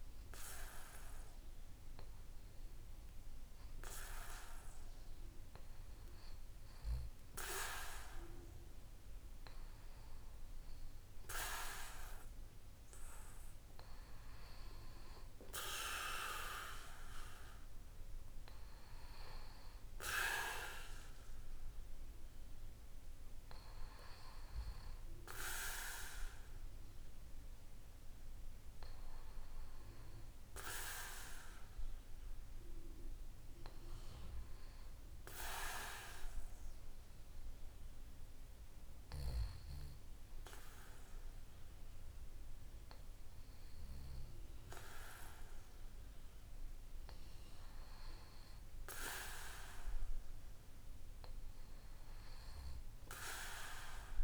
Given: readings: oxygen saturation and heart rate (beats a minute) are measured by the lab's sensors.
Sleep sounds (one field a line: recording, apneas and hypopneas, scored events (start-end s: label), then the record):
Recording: a person awake in a sleep study, by a room microphone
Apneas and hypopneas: none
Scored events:
none scored
From the record:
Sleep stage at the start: awake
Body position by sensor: on the back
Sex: male